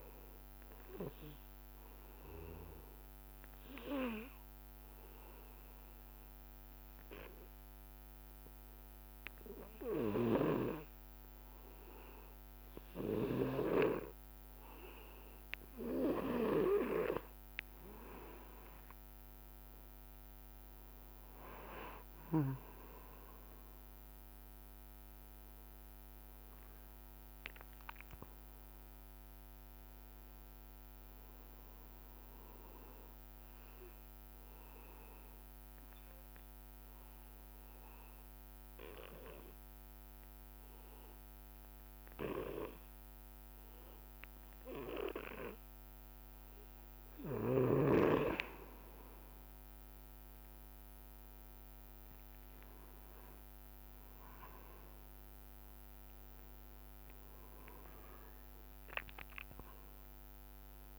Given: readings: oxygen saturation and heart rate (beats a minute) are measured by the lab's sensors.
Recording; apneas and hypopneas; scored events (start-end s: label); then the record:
breathing in sleep by a microphone on the trachea; 2
2.00-16.50 s: obstructive apnea (oxygen 99% before, 92% lowest, heart rate 63 before, 58 extreme, up 6 after)
18.50-22.50 s: arousal
23.00-48.00 s: oxygen desaturation (device-marked, oxygen 98% before, 93% lowest, heart rate 62 before, 58 extreme)
34.00-48.00 s: obstructive apnea (oxygen 98% before, 92% lowest, heart rate 65 before, 60 extreme, up 5 after)
50.00-54.50 s: arousal
55.00-60.99 s: oxygen desaturation (device-marked, oxygen 99% before, 92% lowest, heart rate 62 before, 59 extreme)
From the record:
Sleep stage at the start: N2 (light sleep); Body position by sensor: on the back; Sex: male